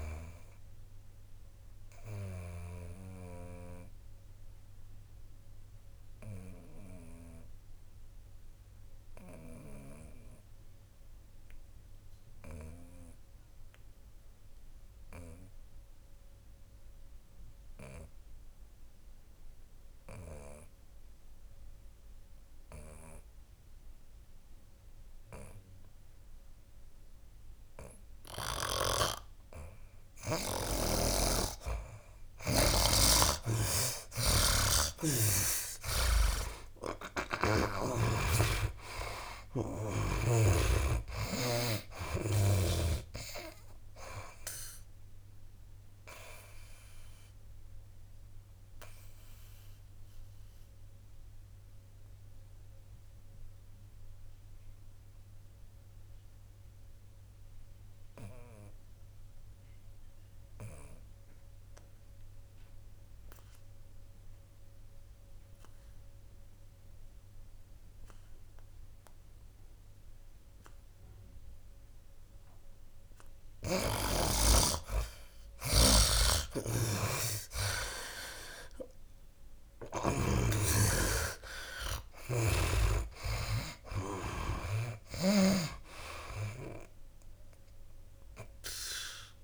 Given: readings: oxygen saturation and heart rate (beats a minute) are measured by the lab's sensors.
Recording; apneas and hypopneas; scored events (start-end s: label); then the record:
breathing in sleep by a room microphone; 2
0.00-19.00 s: oxygen desaturation (device-marked, oxygen 70% lowest, heart rate 63 extreme)
1.00-29.50 s: obstructive apnea (oxygen 98% before, 69% lowest, heart rate 75 before, 63 extreme, up 14 after)
28.00-64.00 s: oxygen desaturation (device-marked, oxygen 97% before, 69% lowest, heart rate 66 before, 63 extreme)
33.00-38.00 s: snoring (device-marked)
33.50-38.00 s: arousal
45.50-73.50 s: obstructive apnea (oxygen 97% before, 69% lowest, heart rate 73 before, 63 extreme, up 16 after)
76.00-80.50 s: snoring (device-marked)
77.00-80.50 s: arousal
79.00-89.44 s: oxygen desaturation (device-marked, oxygen 95% before, 71% lowest, heart rate 66 before, 64 extreme)
From the record:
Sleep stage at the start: N2 (light sleep); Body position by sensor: on the back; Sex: male